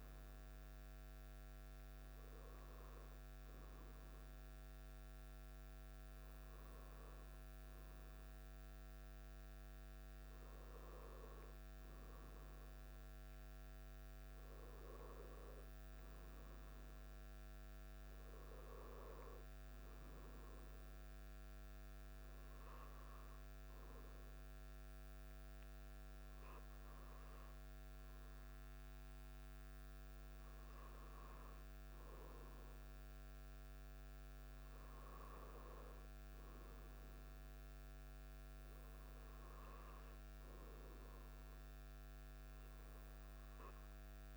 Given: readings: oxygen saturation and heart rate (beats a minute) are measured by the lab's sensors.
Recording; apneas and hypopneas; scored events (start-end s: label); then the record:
breathing in sleep, hard to hear, by a microphone on the trachea; none
none scored
From the record:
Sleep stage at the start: N2 (light sleep); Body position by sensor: on the back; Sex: male